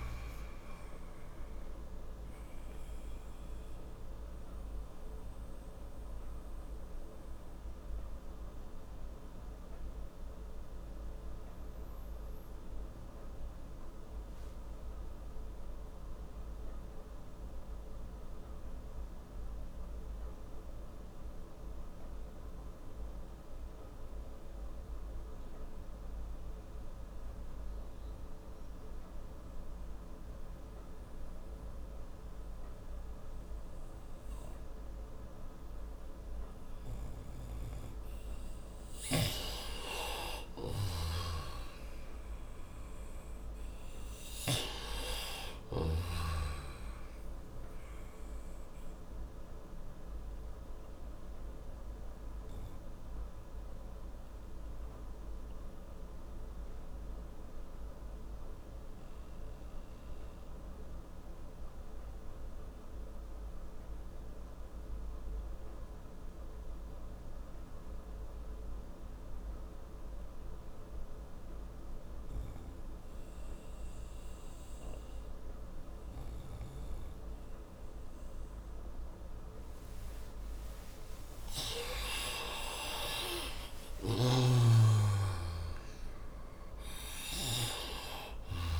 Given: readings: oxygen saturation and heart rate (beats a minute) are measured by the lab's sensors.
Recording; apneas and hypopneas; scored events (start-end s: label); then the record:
breathing in sleep by a room microphone; 2
5.00-20.00 s: oxygen desaturation (device-marked, oxygen 94% before, 88% lowest, heart rate 38 before, 56 extreme)
8.00-36.50 s: obstructive apnea (oxygen 97% before, 88% lowest, heart rate 40 before, 56 extreme, up 5 after)
38.50-44.00 s: snoring (device-marked)
40.00-44.50 s: arousal
49.00-75.00 s: obstructive apnea (oxygen 98% before, 88% lowest, heart rate 61 before, 38 extreme, up 6 after)
52.00-69.00 s: oxygen desaturation (device-marked, oxygen 95% before, 88% lowest, heart rate 60 before, 38 extreme)
79.50-84.00 s: arousal
83.50-88.50 s: snoring (device-marked)
From the record:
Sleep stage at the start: N2 (light sleep); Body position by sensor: on the right side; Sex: male